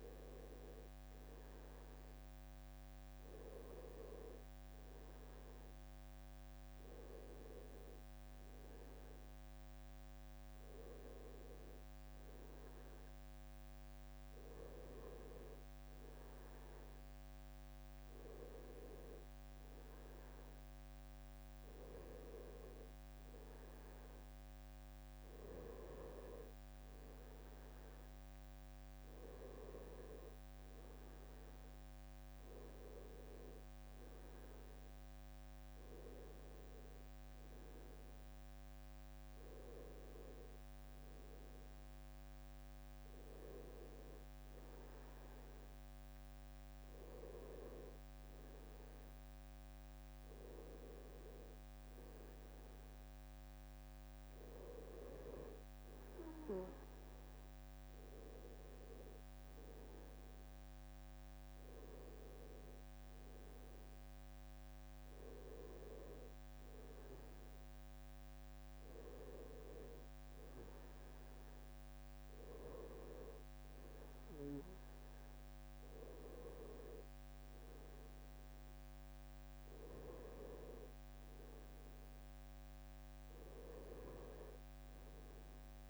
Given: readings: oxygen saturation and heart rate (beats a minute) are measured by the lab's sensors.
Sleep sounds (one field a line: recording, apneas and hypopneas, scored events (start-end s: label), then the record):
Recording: breathing in sleep by a microphone on the trachea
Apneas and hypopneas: none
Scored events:
none scored
From the record:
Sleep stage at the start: N2 (light sleep)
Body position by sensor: on the right side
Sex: male